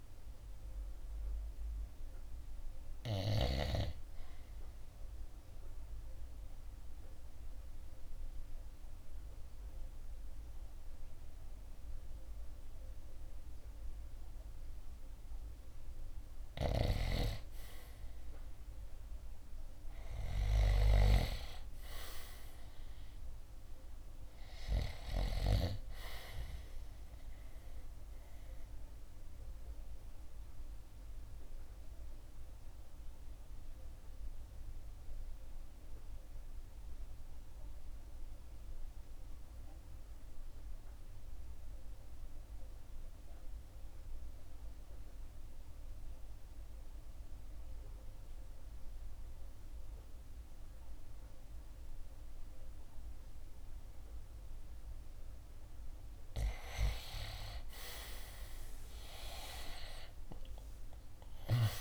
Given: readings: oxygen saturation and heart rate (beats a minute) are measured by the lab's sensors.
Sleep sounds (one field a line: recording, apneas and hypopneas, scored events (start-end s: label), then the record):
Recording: breathing in sleep by a room microphone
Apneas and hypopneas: 2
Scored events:
0.00-12.00 s: oxygen desaturation (device-marked, oxygen 75% lowest, heart rate 69 extreme)
4.00-16.50 s: central apnea (oxygen 89% before, 75% lowest, heart rate 80 before, 69 extreme, up 10 after)
15.00-61.81 s: new sleep stage, N2 (light sleep)
18.50-21.50 s: arousal
21.00-36.00 s: drop in pulse transit time (device-marked, heart rate 72 before, 75 extreme)
25.00-44.00 s: oxygen desaturation (device-marked, oxygen 96% before, 79% lowest, heart rate 73 before, 57 extreme)
27.00-55.50 s: central apnea (oxygen 97% before, 75% lowest, heart rate 73 before, 57 extreme, up 23 after)
46.00-61.81 s: oxygen desaturation (device-marked, oxygen 95% before, 75% lowest, heart rate 72 before, 60 extreme)
57.00-61.81 s: arousal
59.00-61.81 s: drop in pulse transit time (device-marked, heart rate 62 before, 68 extreme)
From the record:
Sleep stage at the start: REM sleep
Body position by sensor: on the right side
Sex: male